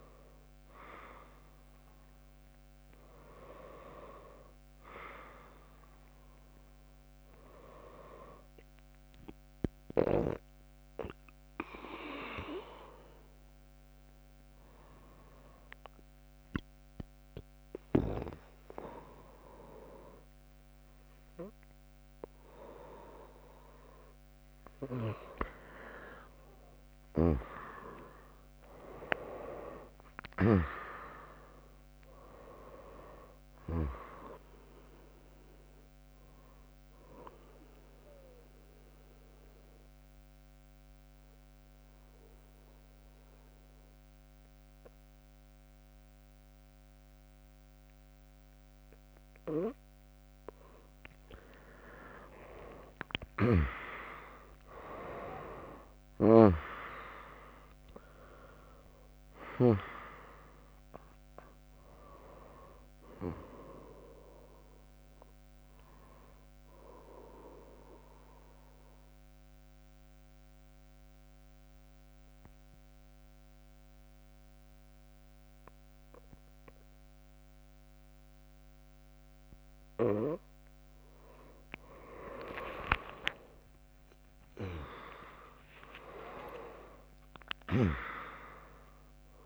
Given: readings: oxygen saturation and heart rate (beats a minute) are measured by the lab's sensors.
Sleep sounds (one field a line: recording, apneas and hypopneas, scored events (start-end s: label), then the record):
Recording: breathing in sleep by a microphone on the trachea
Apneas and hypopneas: 3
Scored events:
8.50-22.00 s: hypopnea (oxygen 100% before, 95% lowest, heart rate 94 before, 63 extreme, up 4 after)
26.00-31.00 s: arousal
28.50-43.50 s: oxygen desaturation (device-marked, oxygen 99% before, 96% lowest, heart rate 75 before, 62 extreme)
28.50-89.46 s: new sleep stage, N2 (light sleep)
31.50-45.50 s: drop in pulse transit time (device-marked, heart rate 74 before, 80 extreme)
37.00-51.50 s: obstructive apnea (oxygen 99% before, 95% lowest, heart rate 74 before, 62 extreme, up 3 after)
54.00-58.00 s: arousal
58.50-74.50 s: oxygen desaturation (device-marked, oxygen 99% before, 95% lowest, heart rate 75 before, 60 extreme)
59.50-73.50 s: drop in pulse transit time (device-marked, heart rate 74 before, 78 extreme)
67.00-80.00 s: obstructive apnea (oxygen 99% before, 95% lowest, heart rate 75 before, 60 extreme, up 3 after)
82.00-86.50 s: arousal
86.50-89.46 s: oxygen desaturation (device-marked, oxygen 100% before, 96% lowest, heart rate 74 before, 62 extreme)
87.50-89.46 s: drop in pulse transit time (device-marked, heart rate 74 before, 71 extreme)
From the record:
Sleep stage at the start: N1 (lightest sleep)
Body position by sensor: on the right side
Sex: female